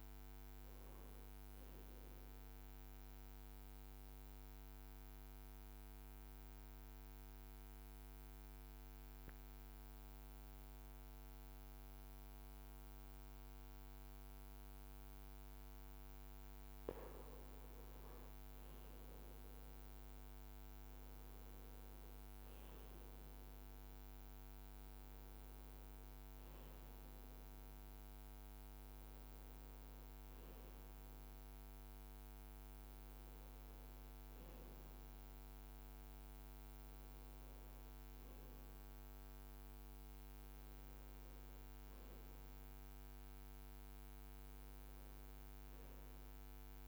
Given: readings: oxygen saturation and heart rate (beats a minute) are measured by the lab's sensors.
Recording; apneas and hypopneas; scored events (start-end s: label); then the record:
breathing in sleep, hard to hear, by a microphone on the trachea; 1
3.00-8.50 s: leg movement (device-marked)
3.00-16.50 s: central apnea (oxygen 97% before, 92% lowest, heart rate 64 before, 58 extreme, up 1 after)
13.50-22.50 s: leg movement (device-marked)
17.50-21.50 s: arousal
From the record:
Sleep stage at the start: N2 (light sleep); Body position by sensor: on the right side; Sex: male